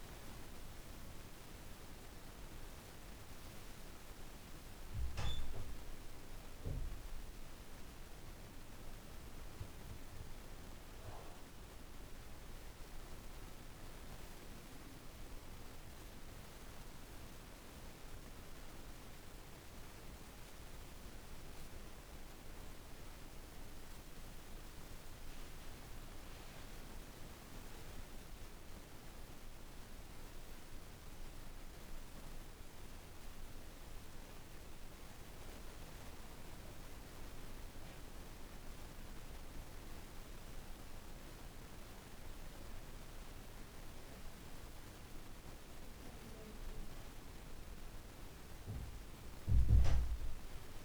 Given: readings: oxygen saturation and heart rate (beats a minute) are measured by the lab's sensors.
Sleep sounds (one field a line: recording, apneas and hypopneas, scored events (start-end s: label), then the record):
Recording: breathing in sleep, hard to hear, by a room microphone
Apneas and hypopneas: none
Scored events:
0.50-50.85 s: new sleep stage, REM sleep
From the record:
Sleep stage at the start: N2 (light sleep)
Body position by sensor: on the back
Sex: female